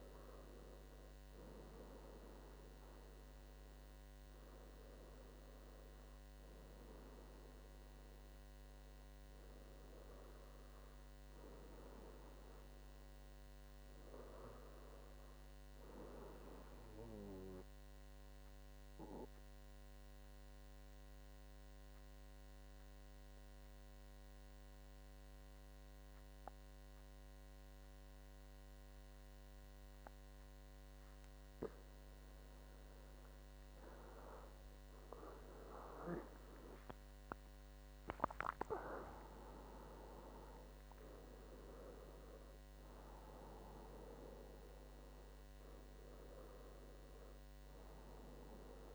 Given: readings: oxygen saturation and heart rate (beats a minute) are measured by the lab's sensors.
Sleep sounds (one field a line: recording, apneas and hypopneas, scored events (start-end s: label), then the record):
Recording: breathing in sleep by a microphone on the trachea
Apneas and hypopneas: 1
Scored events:
0.00-1.00 s: oxygen desaturation (device-marked, oxygen 89% lowest, heart rate 69 extreme)
17.00-32.50 s: mixed apnea (oxygen 97% before, 91% lowest, heart rate 74 before, 69 extreme, up 13 after)
34.00-48.95 s: oxygen desaturation (device-marked, oxygen 97% before, 91% lowest, heart rate 71 before, 70 extreme)
34.50-38.50 s: arousal
From the record:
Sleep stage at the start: N2 (light sleep)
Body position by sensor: on the back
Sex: male